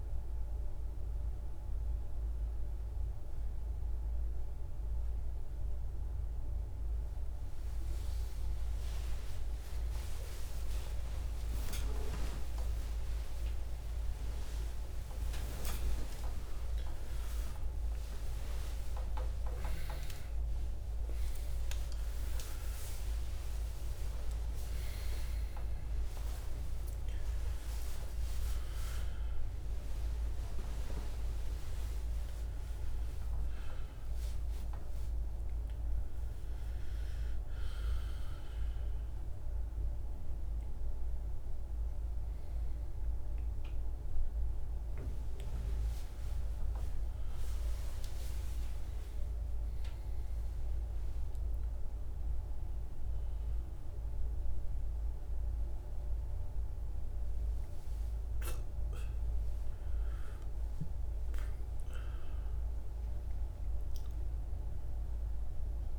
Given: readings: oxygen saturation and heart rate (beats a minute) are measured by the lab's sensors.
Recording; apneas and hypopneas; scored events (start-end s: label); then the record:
a person awake in a sleep study, by a room microphone; none
0.00-13.00 s: oxygen desaturation (device-marked, oxygen 90% lowest, heart rate 60 extreme)
24.00-30.00 s: oxygen desaturation (device-marked, oxygen 97% before, 94% lowest, heart rate 103 before, 61 extreme)
60.00-65.99 s: new sleep stage, N1 (lightest sleep)
From the record:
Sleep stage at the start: awake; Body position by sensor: on the back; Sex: male